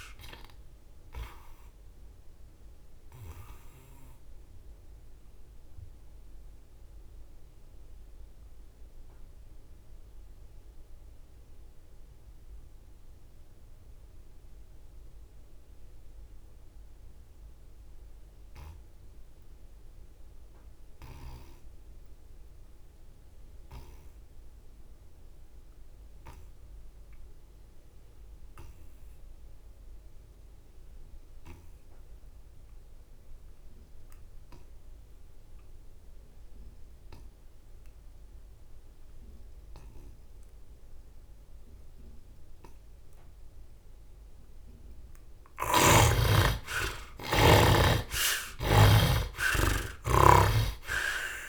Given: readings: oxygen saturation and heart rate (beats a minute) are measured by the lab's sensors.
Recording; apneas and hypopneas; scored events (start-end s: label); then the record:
breathing in sleep by a room microphone; 1
1.00-43.00 s: obstructive apnea (heart rate 72 before, 60 extreme, up 12 after)
45.00-51.49 s: snoring (device-marked)
46.50-50.50 s: arousal
From the record:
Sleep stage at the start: N2 (light sleep); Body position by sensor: on the back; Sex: male